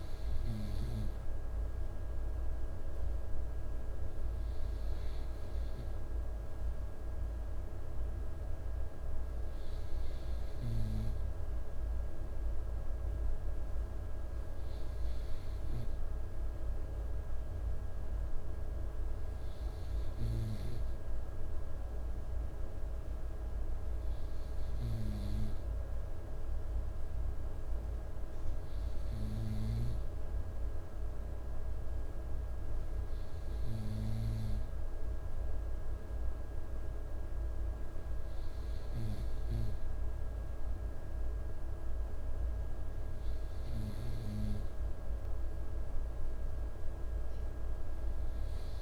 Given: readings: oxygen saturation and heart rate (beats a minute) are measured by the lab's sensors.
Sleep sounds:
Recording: breathing in sleep by a room microphone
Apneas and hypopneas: none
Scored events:
none scored
From the record:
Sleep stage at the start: N2 (light sleep)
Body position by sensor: on the right side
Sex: male

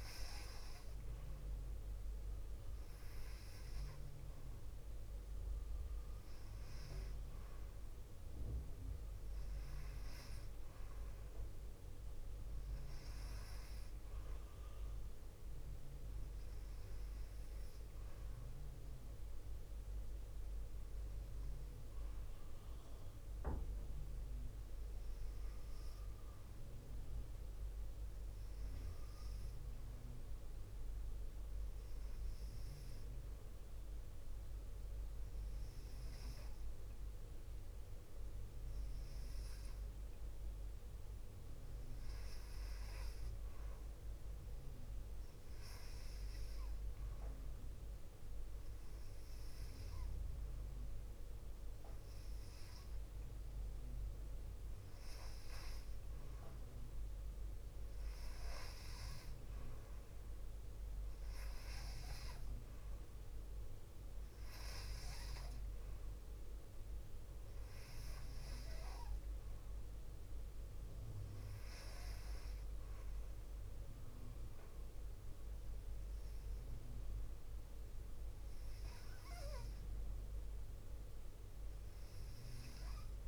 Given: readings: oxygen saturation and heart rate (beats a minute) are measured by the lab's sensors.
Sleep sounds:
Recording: breathing in sleep, hard to hear, by a room microphone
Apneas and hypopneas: none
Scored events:
0.00-8.00 s: oxygen desaturation (device-marked, oxygen 90% lowest, heart rate 56 extreme)
From the record:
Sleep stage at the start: N2 (light sleep)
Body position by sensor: on the left side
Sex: female

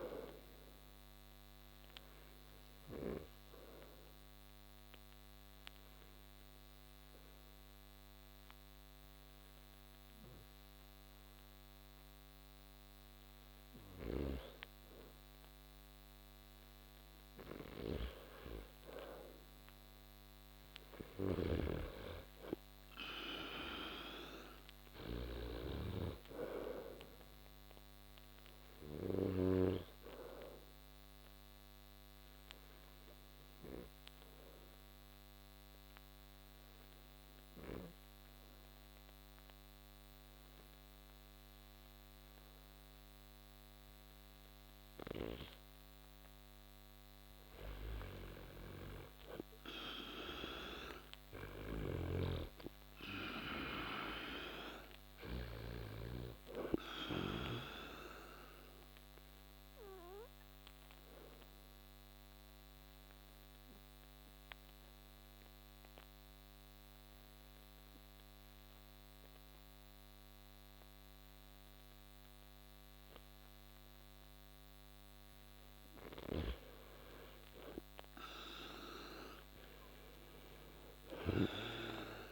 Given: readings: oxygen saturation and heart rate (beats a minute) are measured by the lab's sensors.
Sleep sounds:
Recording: breathing in sleep by a microphone on the trachea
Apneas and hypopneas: 3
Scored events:
1.00-17.00 s: obstructive apnea (oxygen 97% before, 88% lowest)
7.50-19.50 s: oxygen desaturation (device-marked, oxygen 96% before, 91% lowest)
21.00-23.50 s: arousal
27.50-45.50 s: oxygen desaturation (device-marked, oxygen 97% before, 90% lowest)
30.50-46.00 s: obstructive apnea (oxygen 97% before, 88% lowest)
48.00-51.00 s: arousal
53.50-77.50 s: oxygen desaturation (device-marked, oxygen 96% before, 88% lowest)
57.50-74.00 s: obstructive apnea (oxygen 96% before, 88% lowest)
77.50-80.50 s: arousal
From the record:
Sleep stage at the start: N2 (light sleep)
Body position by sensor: on the back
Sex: male

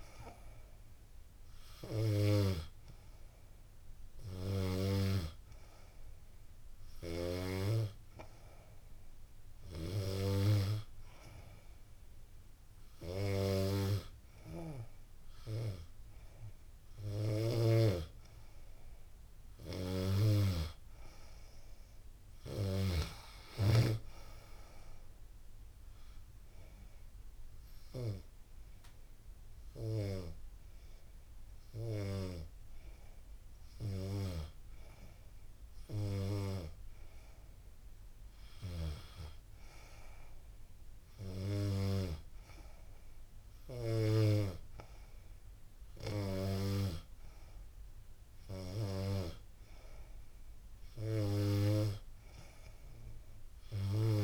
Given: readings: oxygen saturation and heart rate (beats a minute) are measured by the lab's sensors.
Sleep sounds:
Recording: breathing in sleep by a room microphone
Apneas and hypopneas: none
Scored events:
none scored
From the record:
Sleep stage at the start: N2 (light sleep)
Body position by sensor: on the back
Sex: female

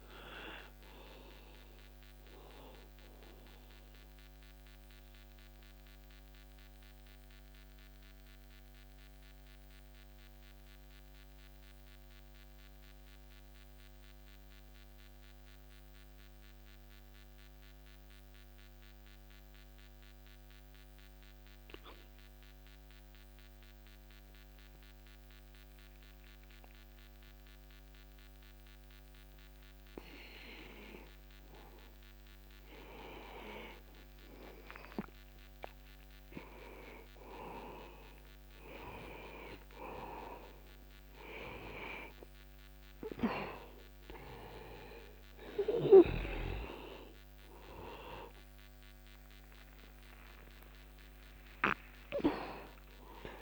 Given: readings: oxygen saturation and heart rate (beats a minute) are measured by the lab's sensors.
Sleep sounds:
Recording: breathing in sleep by a microphone on the trachea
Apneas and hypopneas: 1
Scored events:
0.00-30.50 s: oxygen desaturation (device-marked, oxygen 85% lowest, heart rate 61 extreme)
3.50-33.00 s: mixed apnea (oxygen 97% before, 85% lowest, heart rate 61 before, 61 extreme, up 8 after)
28.50-53.42 s: new sleep stage, N1 (lightest sleep)
34.50-39.00 s: arousal
44.50-53.42 s: oxygen desaturation (device-marked, oxygen 98% before, 86% lowest, heart rate 63 before, 61 extreme)
From the record:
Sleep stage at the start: N2 (light sleep)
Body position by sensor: on the back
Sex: male

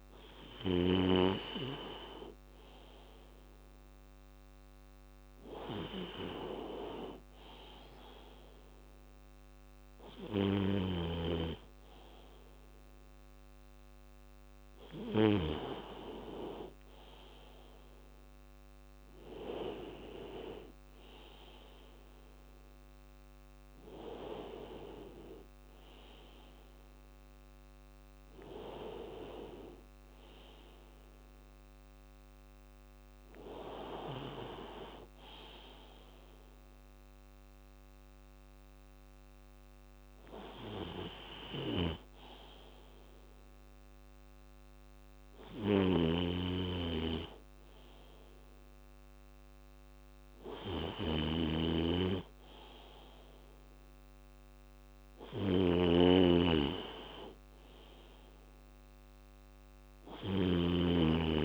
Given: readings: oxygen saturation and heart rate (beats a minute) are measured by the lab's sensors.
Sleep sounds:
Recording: breathing in sleep by a microphone on the trachea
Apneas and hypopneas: none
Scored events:
26.50-29.50 s: arousal
35.00-61.45 s: new sleep stage, N2 (light sleep)
44.50-59.50 s: snoring (device-marked)
From the record:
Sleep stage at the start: N1 (lightest sleep)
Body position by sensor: on the left side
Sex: male

